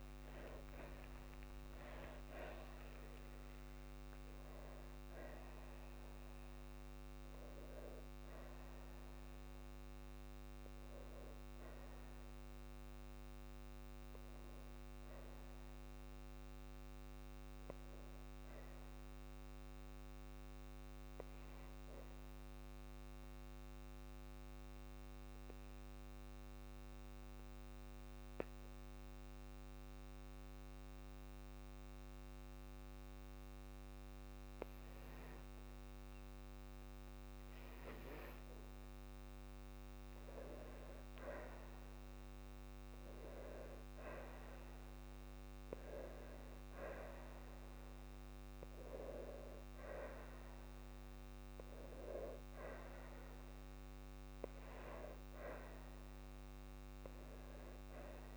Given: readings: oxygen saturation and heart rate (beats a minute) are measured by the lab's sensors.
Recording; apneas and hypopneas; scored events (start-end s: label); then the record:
breathing in sleep by a microphone on the trachea; 1
0.00-1.00 s: long interval between heartbeats (device-marked, heart rate 112 extreme)
0.00-1.50 s: arousal
0.00-2.50 s: tachycardia (device-marked, heart rate 155 extreme)
2.00-4.00 s: long interval between heartbeats (device-marked, heart rate 69 before, 138 extreme)
22.00-34.50 s: obstructive apnea (oxygen 97% before, 93% lowest, heart rate 78 before, 53 extreme, up 2 after)
29.50-36.50 s: oxygen desaturation (device-marked, oxygen 96% before, 93% lowest, heart rate 55 before, 53 extreme)
38.00-41.50 s: arousal
From the record:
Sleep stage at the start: N2 (light sleep); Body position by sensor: on the back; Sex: female